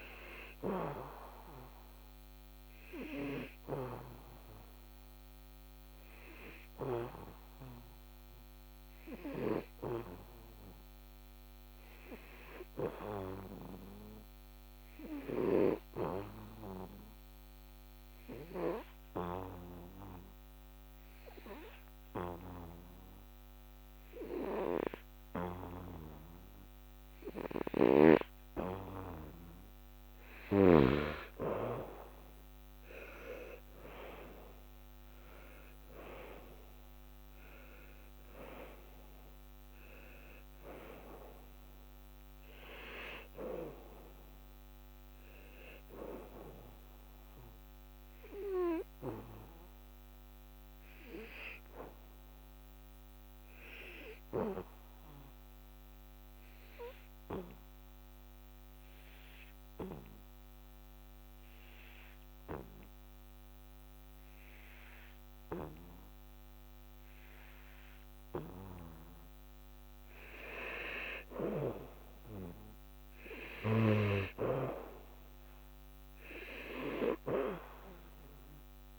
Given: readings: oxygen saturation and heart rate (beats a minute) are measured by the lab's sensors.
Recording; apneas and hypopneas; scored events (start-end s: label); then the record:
breathing in sleep by a microphone on the trachea; 2
0.00-13.50 s: oxygen desaturation (device-marked, oxygen 88% lowest, heart rate 72 extreme)
1.00-29.50 s: hypopnea (oxygen 98% before, 88% lowest, heart rate 79 before, 72 extreme, up 11 after)
28.50-56.50 s: oxygen desaturation (device-marked, oxygen 98% before, 90% lowest, heart rate 76 before, 72 extreme)
31.00-35.00 s: arousal
52.00-68.50 s: obstructive apnea (oxygen 97% before, 89% lowest, heart rate 82 before, 72 extreme, up 6 after)
70.50-73.50 s: arousal
73.50-78.99 s: oxygen desaturation (device-marked, oxygen 97% before, 91% lowest, heart rate 78 before, 72 extreme)
From the record:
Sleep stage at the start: N2 (light sleep); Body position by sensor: on the back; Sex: male